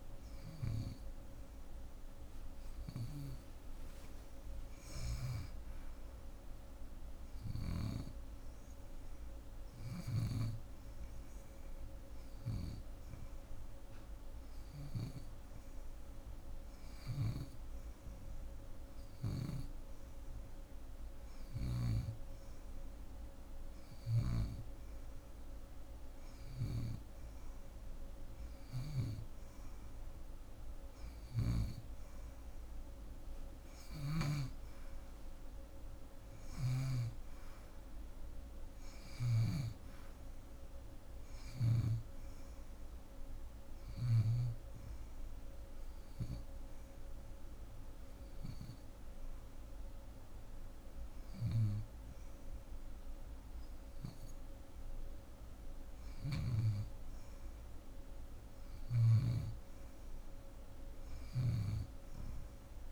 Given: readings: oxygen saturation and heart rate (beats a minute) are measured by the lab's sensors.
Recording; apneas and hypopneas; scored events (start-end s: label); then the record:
breathing in sleep by a room microphone; 2
7.50-17.50 s: hypopnea (oxygen 90% before, 88% lowest)
9.50-19.00 s: snoring (device-marked)
19.50-23.00 s: arousal
23.50-28.50 s: snoring (device-marked)
33.00-36.50 s: snoring (device-marked)
43.50-54.50 s: hypopnea (oxygen 90% before, 88% lowest)
50.50-56.00 s: snoring (device-marked)
57.00-60.00 s: arousal
From the record:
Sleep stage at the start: N2 (light sleep); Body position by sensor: on the left side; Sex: female